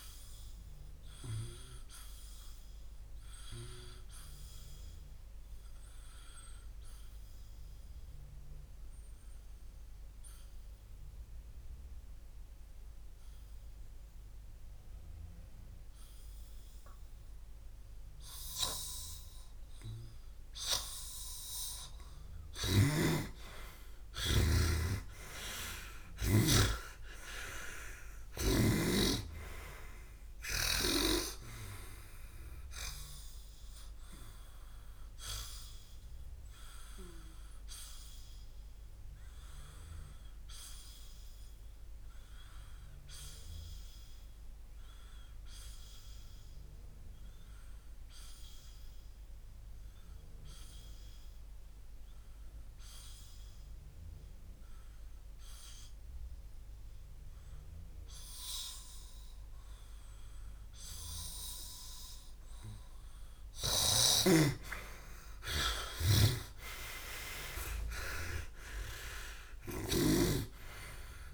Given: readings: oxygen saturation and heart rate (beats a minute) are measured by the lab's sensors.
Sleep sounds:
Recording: breathing in sleep by a room microphone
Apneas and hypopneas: 2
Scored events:
1.50-21.00 s: obstructive apnea (oxygen 98% before, 90% lowest, heart rate 63 before, 55 extreme, up 21 after)
6.00-16.00 s: oxygen desaturation (device-marked, oxygen 98% before, 91% lowest, heart rate 63 before, 55 extreme)
22.50-26.50 s: snoring (device-marked)
23.50-27.50 s: arousal
35.00-62.00 s: obstructive apnea (oxygen 98% before, 90% lowest, heart rate 66 before, 53 extreme, up 34 after)
36.00-44.00 s: oxygen desaturation (device-marked, oxygen 98% before, 92% lowest, heart rate 66 before, 53 extreme)
63.00-71.34 s: oxygen desaturation (device-marked, oxygen 99% before, 90% lowest, heart rate 58 before, 57 extreme)
64.50-68.50 s: arousal
66.00-70.00 s: snoring (device-marked)
From the record:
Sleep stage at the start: N2 (light sleep)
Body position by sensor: on the back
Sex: male

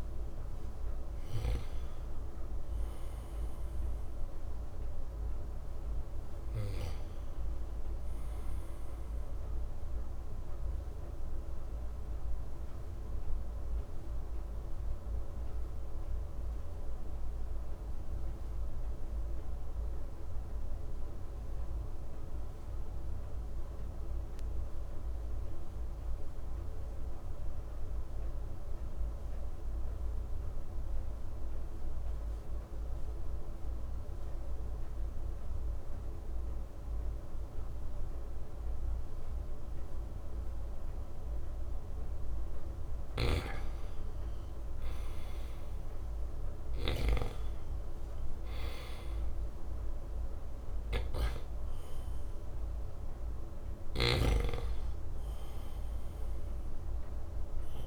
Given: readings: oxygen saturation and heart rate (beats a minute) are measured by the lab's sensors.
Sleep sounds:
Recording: breathing in sleep, hard to hear, by a room microphone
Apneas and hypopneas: 1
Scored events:
0.00-8.50 s: oxygen desaturation (device-marked, oxygen 91% lowest, heart rate 55 extreme)
10.00-42.50 s: obstructive apnea (oxygen 96% before, 90% lowest, heart rate 62 before, 55 extreme, up 6 after)
35.50-54.50 s: oxygen desaturation (device-marked, oxygen 97% before, 92% lowest, heart rate 57 before, 58 extreme)
43.00-54.50 s: snoring (device-marked)
44.50-48.50 s: arousal
From the record:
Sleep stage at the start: N2 (light sleep)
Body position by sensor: on the right side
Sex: male

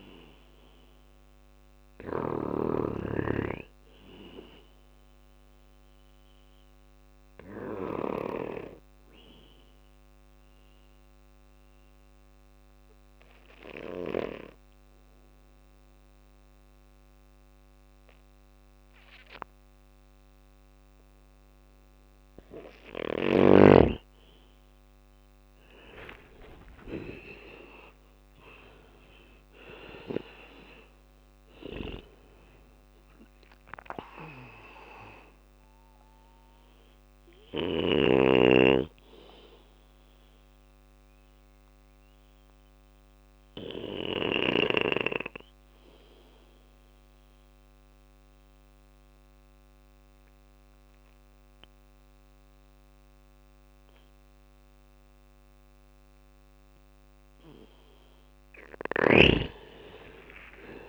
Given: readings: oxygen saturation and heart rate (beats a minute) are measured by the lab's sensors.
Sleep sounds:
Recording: breathing in sleep by a microphone on the trachea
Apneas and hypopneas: 2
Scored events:
0.00-9.50 s: oxygen desaturation (device-marked, oxygen 95% lowest, heart rate 51 extreme)
0.00-12.50 s: bradycardia (device-marked, heart rate 51 extreme)
1.00-7.00 s: snoring (device-marked)
8.00-21.50 s: obstructive apnea (oxygen 99% before, 93% lowest, heart rate 56 before, 59 extreme, up 8 after)
24.00-27.50 s: arousal
25.50-39.50 s: drop in pulse transit time (device-marked, heart rate 60 before, 62 extreme)
28.50-49.50 s: oxygen desaturation (device-marked, oxygen 98% before, 93% lowest, heart rate 61 before, 58 extreme)
41.50-55.50 s: obstructive apnea (oxygen 98% before, 91% lowest, heart rate 64 before, 57 extreme, up 7 after)
43.50-49.50 s: bradycardia (device-marked, heart rate 61 before, 59 extreme)
58.00-60.89 s: arousal
From the record:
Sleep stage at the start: N2 (light sleep)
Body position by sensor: on the back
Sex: male

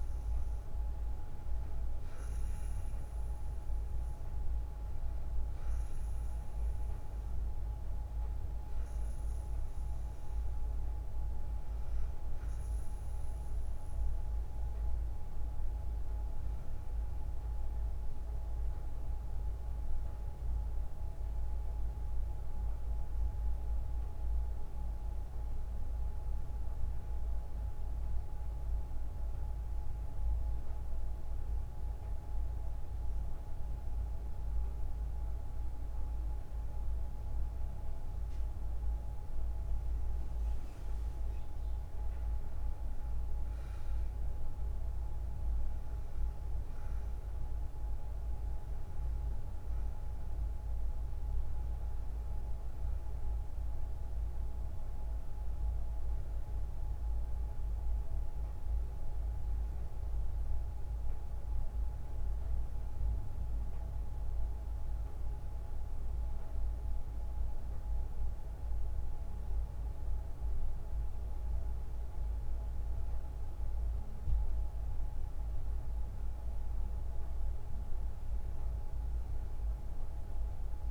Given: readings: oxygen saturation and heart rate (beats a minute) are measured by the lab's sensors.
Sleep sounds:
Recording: breathing in sleep, hard to hear, by a room microphone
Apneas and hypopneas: none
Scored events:
0.00-19.50 s: oxygen desaturation (device-marked, oxygen 93% lowest, heart rate 53 extreme)
From the record:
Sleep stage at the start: N2 (light sleep)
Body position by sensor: on the front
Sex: female

